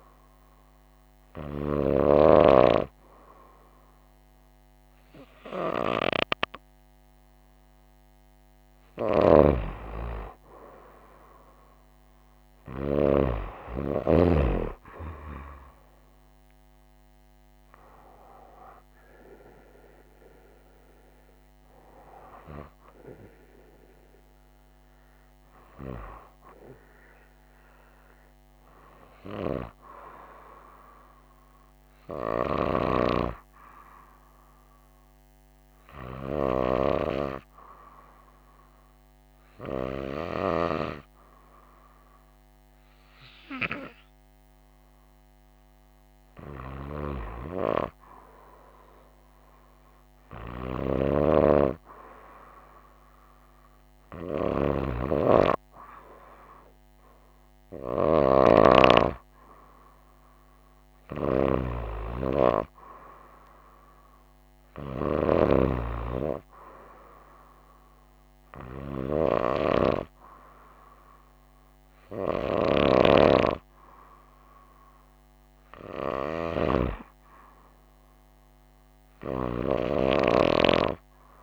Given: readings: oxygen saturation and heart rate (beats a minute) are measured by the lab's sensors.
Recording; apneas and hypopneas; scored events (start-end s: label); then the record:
breathing in sleep by a microphone on the trachea; 1
34.50-45.50 s: hypopnea (oxygen 95% before, 94% lowest, heart rate 63 before, 57 extreme, up 5 after)
47.00-50.50 s: arousal
From the record:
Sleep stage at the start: N2 (light sleep); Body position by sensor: on the right side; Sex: female